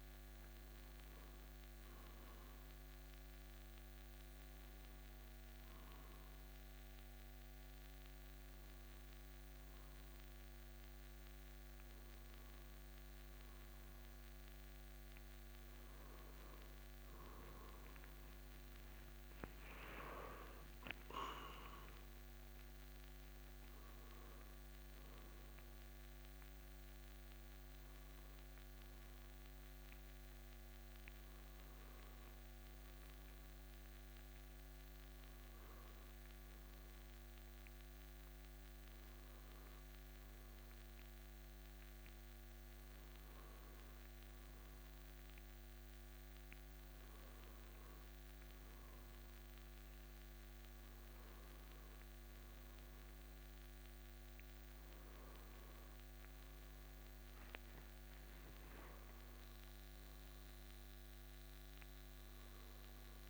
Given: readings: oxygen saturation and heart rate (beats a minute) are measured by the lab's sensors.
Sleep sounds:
breathing in sleep, hard to hear, by a microphone on the trachea; none
none scored
From the record:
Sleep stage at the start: N1 (lightest sleep); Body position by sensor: on the back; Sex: male

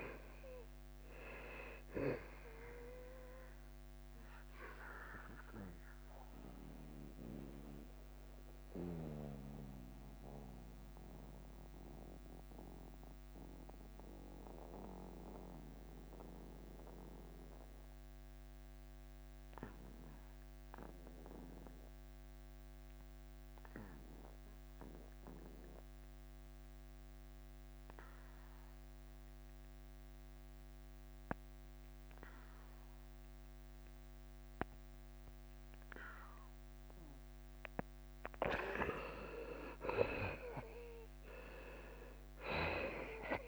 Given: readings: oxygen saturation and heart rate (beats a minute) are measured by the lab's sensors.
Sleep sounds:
breathing in sleep by a microphone on the trachea; 1
0.00-9.00 s: drop in pulse transit time (device-marked, heart rate 81 extreme)
0.00-27.00 s: oxygen desaturation (device-marked, oxygen 79% lowest, heart rate 78 extreme)
6.50-38.50 s: mixed apnea (oxygen 99% before, 79% lowest, heart rate 85 before, 77 extreme, up 5 after)
39.00-43.48 s: oxygen desaturation (device-marked, oxygen 97% before, 79% lowest, heart rate 81 before, 76 extreme)
41.00-43.48 s: arousal
42.00-43.48 s: drop in pulse transit time (device-marked, heart rate 81 before, 78 extreme)
From the record:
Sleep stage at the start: N2 (light sleep); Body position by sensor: on the back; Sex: male

